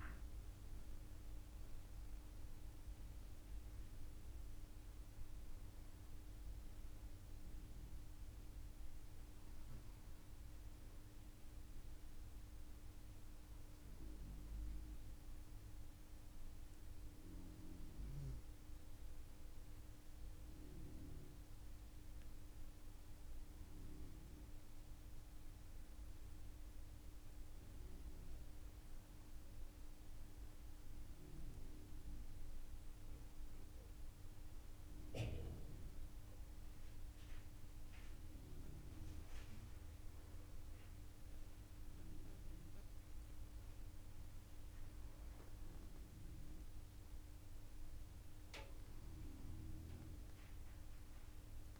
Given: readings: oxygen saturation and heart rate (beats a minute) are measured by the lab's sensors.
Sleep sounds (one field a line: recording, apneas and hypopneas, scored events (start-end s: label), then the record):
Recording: breathing in sleep, hard to hear, by a room microphone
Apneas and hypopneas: none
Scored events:
none scored
From the record:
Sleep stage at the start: N2 (light sleep)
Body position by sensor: upright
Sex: female